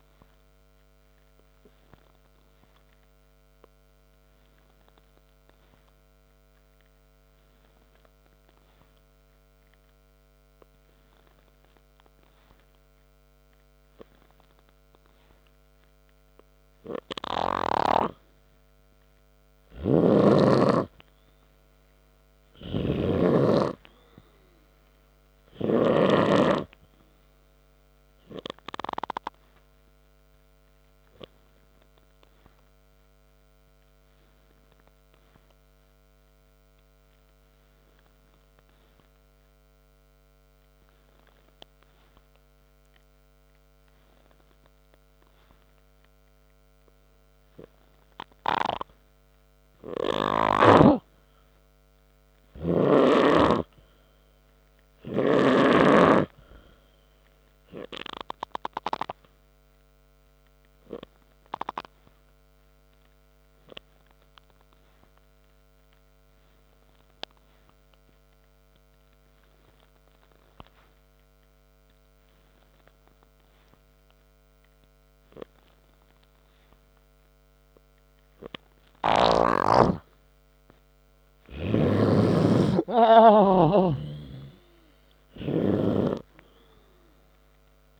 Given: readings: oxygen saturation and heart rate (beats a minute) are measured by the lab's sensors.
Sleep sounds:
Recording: breathing in sleep by a microphone on the trachea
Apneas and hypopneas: 3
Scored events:
0.00-14.50 s: oxygen desaturation (device-marked, oxygen 93% lowest, heart rate 61 extreme)
6.00-18.00 s: obstructive apnea (oxygen 96% before, 93% lowest, heart rate 65 before, 61 extreme, up 5 after)
20.00-23.50 s: arousal
20.00-26.50 s: snoring (device-marked)
32.00-47.50 s: obstructive apnea (oxygen 97% before, 93% lowest, heart rate 65 before, 59 extreme)
48.50-64.50 s: oxygen desaturation (device-marked, oxygen 97% before, 93% lowest, heart rate 67 before, 57 extreme)
51.00-55.00 s: arousal
64.50-78.00 s: obstructive apnea (oxygen 97% before, 94% lowest, heart rate 63 before, 57 extreme, up 6 after)
80.50-83.50 s: arousal
82.00-88.00 s: snoring (device-marked)
From the record:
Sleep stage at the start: N3 (deep sleep)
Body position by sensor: on the back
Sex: male

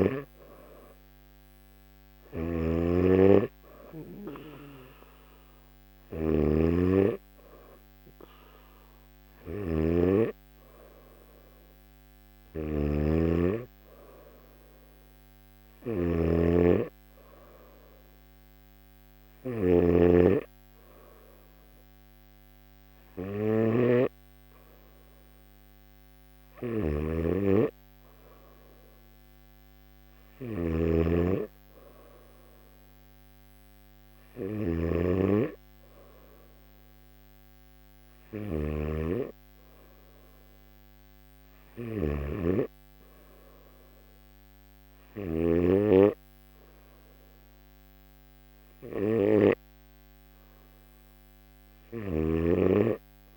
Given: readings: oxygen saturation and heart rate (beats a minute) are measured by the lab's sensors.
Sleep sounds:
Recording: breathing in sleep by a microphone on the trachea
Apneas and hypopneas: none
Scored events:
0.00-45.50 s: snoring (device-marked)
From the record:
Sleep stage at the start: N1 (lightest sleep)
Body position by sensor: on the back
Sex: male

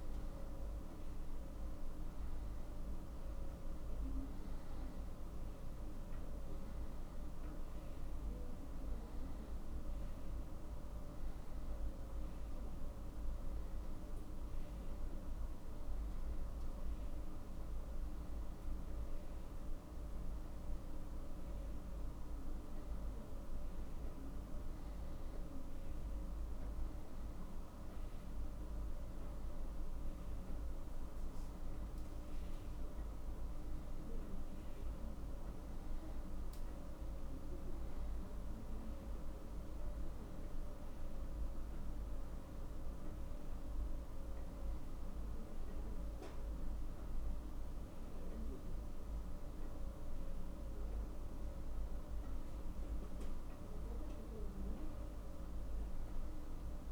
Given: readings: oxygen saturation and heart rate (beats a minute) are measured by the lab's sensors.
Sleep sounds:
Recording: a person awake in a sleep study, hard to hear, by a room microphone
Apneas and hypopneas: none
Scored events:
none scored
From the record:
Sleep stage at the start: awake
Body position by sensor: on the back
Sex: male

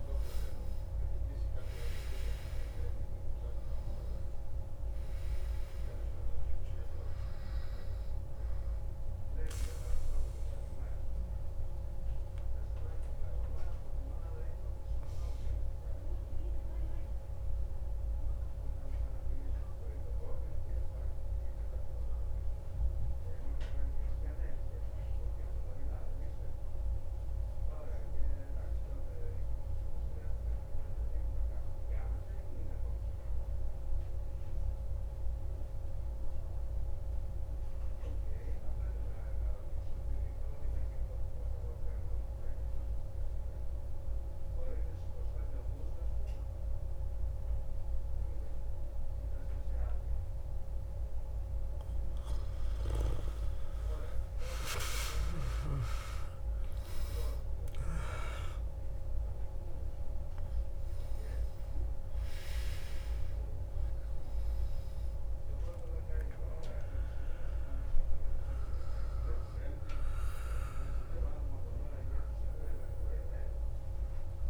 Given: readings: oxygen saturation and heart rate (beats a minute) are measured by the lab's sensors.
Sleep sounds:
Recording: breathing in sleep, hard to hear, by a room microphone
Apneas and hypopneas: 1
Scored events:
0.00-22.50 s: oxygen desaturation (device-marked, oxygen 93% lowest, heart rate 82 extreme)
10.50-51.50 s: obstructive apnea (oxygen 97% before, 90% lowest, heart rate 132 before, 77 extreme, up 20 after)
41.50-74.50 s: oxygen desaturation (device-marked, oxygen 97% before, 90% lowest, heart rate 127 before, 77 extreme)
53.00-58.00 s: arousal
From the record:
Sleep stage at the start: N2 (light sleep)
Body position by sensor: on the back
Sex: male

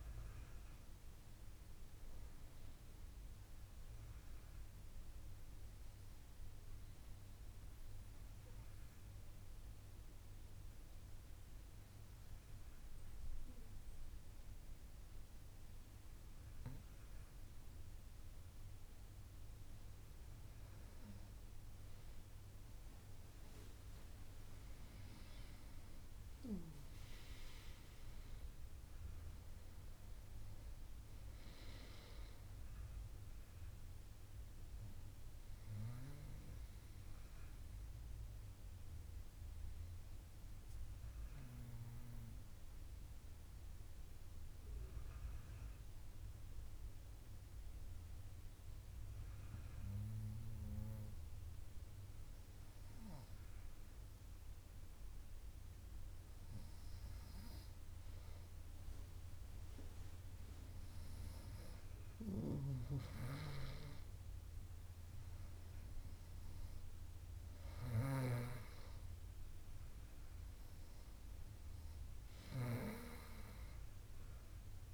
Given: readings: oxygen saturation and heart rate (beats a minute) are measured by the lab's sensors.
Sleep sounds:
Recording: breathing in sleep by a room microphone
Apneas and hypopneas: 2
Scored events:
0.00-16.50 s: oxygen desaturation (device-marked, oxygen 94% lowest, heart rate 66 extreme)
5.50-20.50 s: obstructive apnea (oxygen 99% before, 93% lowest, heart rate 73 before, 66 extreme, up 4 after)
23.00-27.50 s: arousal
29.50-49.50 s: oxygen desaturation (device-marked, oxygen 97% before, 93% lowest, heart rate 71 before, 66 extreme)
38.00-52.00 s: obstructive apnea (oxygen 98% before, 93% lowest, heart rate 71 before, 68 extreme, up 4 after)
52.50-57.00 s: arousal
62.50-74.94 s: oxygen desaturation (device-marked, oxygen 97% before, 93% lowest, heart rate 70 before, 68 extreme)
From the record:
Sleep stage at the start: N2 (light sleep)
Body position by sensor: on the back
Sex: female

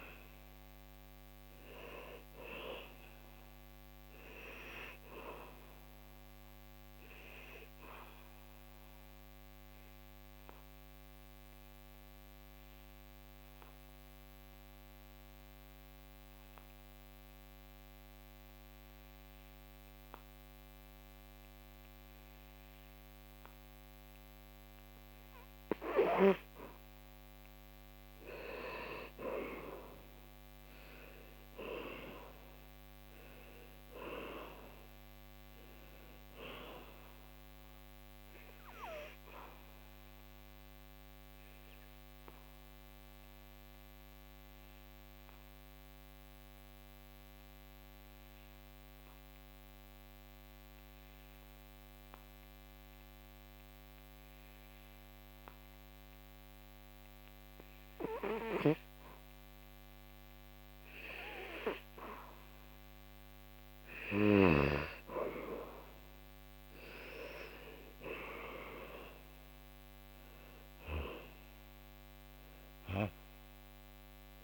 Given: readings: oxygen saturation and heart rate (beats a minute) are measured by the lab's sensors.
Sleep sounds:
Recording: breathing in sleep by a microphone on the trachea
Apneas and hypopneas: 2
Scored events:
0.00-16.00 s: oxygen desaturation (device-marked, oxygen 91% lowest, heart rate 69 extreme)
6.50-26.00 s: obstructive apnea (oxygen 99% before, 87% lowest, heart rate 77 before, 69 extreme, up 10 after)
28.00-32.50 s: arousal
31.00-52.00 s: oxygen desaturation (device-marked, oxygen 97% before, 87% lowest, heart rate 73 before, 70 extreme)
41.00-60.50 s: obstructive apnea (oxygen 97% before, 86% lowest, heart rate 75 before, 70 extreme, up 1 after)
61.00-74.44 s: oxygen desaturation (device-marked, oxygen 98% before, 88% lowest, heart rate 74 before, 68 extreme)
63.00-67.00 s: arousal
From the record:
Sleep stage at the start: N2 (light sleep)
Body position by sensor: on the back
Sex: male

